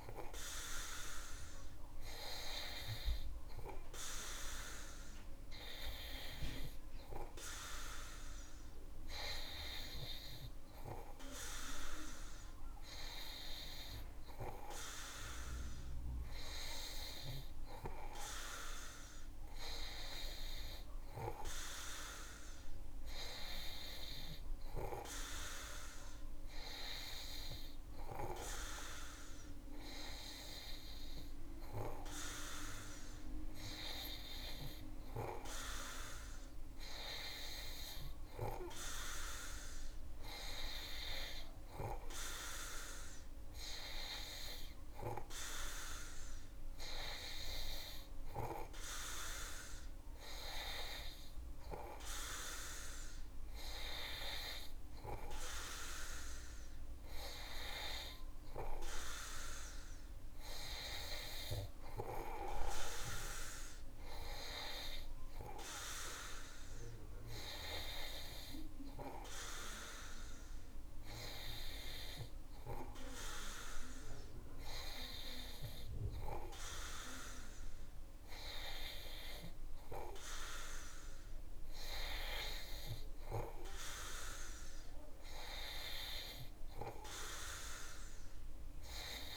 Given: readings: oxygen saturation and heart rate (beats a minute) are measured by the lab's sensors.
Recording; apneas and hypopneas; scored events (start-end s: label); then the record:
breathing in sleep by a room microphone; none
none scored
From the record:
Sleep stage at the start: N2 (light sleep); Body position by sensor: on the back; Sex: male